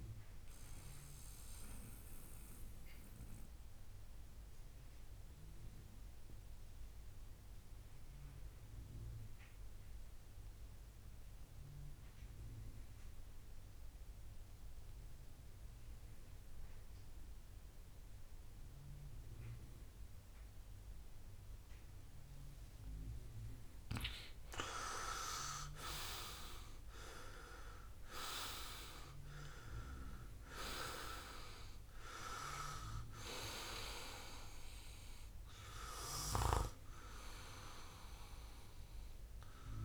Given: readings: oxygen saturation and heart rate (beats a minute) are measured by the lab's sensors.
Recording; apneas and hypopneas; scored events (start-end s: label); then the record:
breathing in sleep by a room microphone; 1
0.00-1.50 s: long interval between heartbeats (device-marked, heart rate 71 extreme)
0.50-24.50 s: mixed apnea (oxygen 97% before, 91% lowest, heart rate 70 before, 62 extreme, up 15 after)
24.00-39.85 s: oxygen desaturation (device-marked, oxygen 97% before, 91% lowest, heart rate 67 before, 57 extreme)
26.50-29.00 s: arousal
From the record:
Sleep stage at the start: N2 (light sleep); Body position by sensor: on the right side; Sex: male